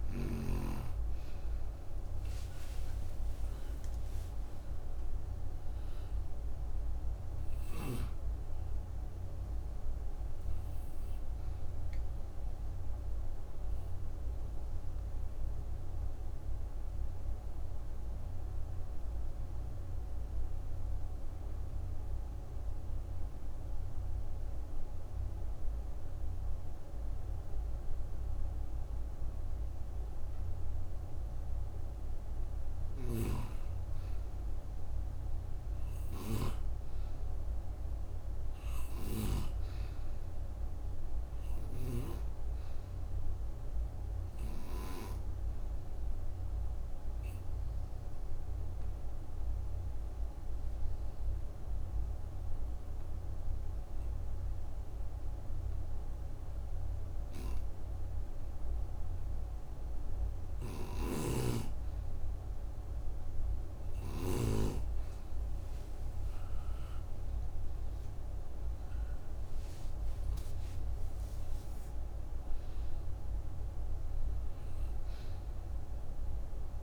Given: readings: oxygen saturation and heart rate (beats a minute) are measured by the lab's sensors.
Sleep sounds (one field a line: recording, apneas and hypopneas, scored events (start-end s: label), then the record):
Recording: breathing in sleep by a room microphone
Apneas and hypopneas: 2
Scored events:
0.50-17.50 s: oxygen desaturation (device-marked, oxygen 98% before, 91% lowest, heart rate 63 before, 56 extreme)
1.50-5.00 s: arousal
10.50-32.00 s: obstructive apnea (oxygen 98% before, 91% lowest, heart rate 74 before, 56 extreme, up 9 after)
19.50-31.50 s: oxygen desaturation (device-marked, oxygen 94% before, 91% lowest, heart rate 73 before, 57 extreme)
34.00-38.50 s: arousal
36.00-39.50 s: snoring (device-marked)
37.50-64.50 s: oxygen desaturation (device-marked, oxygen 98% before, 91% lowest, heart rate 58 before, 59 extreme)
45.00-60.50 s: obstructive apnea (oxygen 98% before, 91% lowest, heart rate 60 before, 59 extreme, up 16 after)
61.00-64.50 s: snoring (device-marked)
65.00-70.00 s: arousal
From the record:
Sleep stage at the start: N2 (light sleep)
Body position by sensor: on the right side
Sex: female